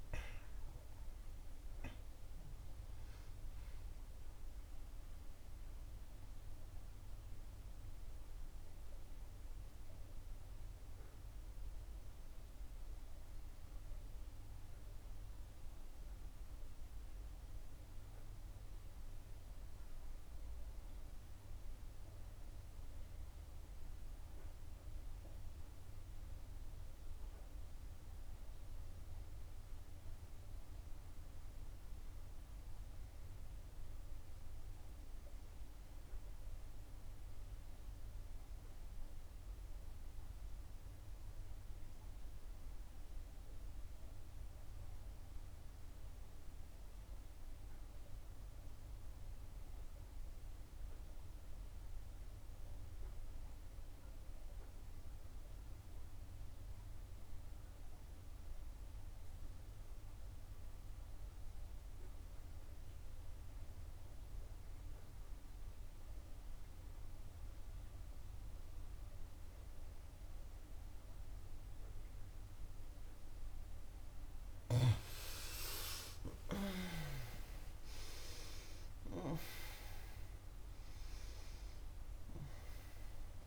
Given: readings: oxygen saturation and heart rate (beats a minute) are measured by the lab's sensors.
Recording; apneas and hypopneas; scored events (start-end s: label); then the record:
breathing in sleep by a room microphone; 1
0.00-21.00 s: oxygen desaturation (device-marked, oxygen 82% lowest, heart rate 61 extreme)
5.00-74.50 s: obstructive apnea (oxygen 94% before, 65% lowest, heart rate 72 before, 61 extreme, up 12 after)
33.00-83.47 s: oxygen desaturation (device-marked, oxygen 98% before, 68% lowest, heart rate 65 before, 61 extreme)
76.00-81.50 s: arousal
From the record:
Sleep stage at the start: N2 (light sleep); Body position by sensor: on the back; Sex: female